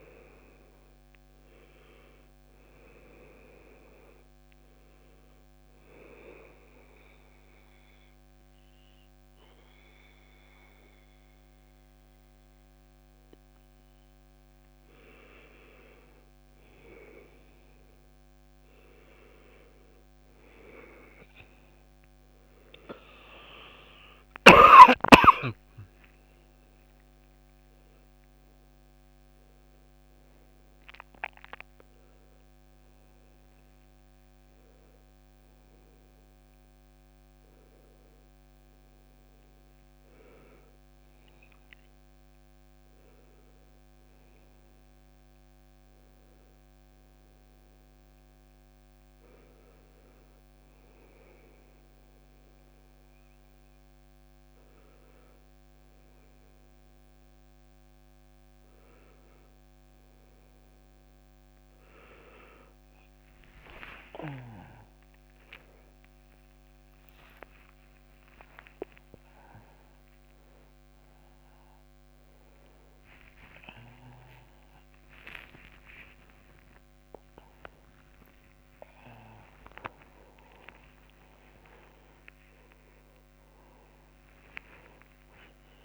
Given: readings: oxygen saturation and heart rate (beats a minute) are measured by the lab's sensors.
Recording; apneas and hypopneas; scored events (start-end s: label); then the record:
a person awake in a sleep study, by a microphone on the trachea; 1
4.50-14.50 s: central apnea (oxygen 97% before, 91% lowest, heart rate 75 before, 70 extreme, up 3 after)
31.00-85.85 s: new sleep stage, awake
32.00-55.00 s: oxygen desaturation (device-marked, oxygen 95% before, 91% lowest, heart rate 74 before, 77 extreme)
From the record:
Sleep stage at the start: N1 (lightest sleep); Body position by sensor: on the back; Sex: male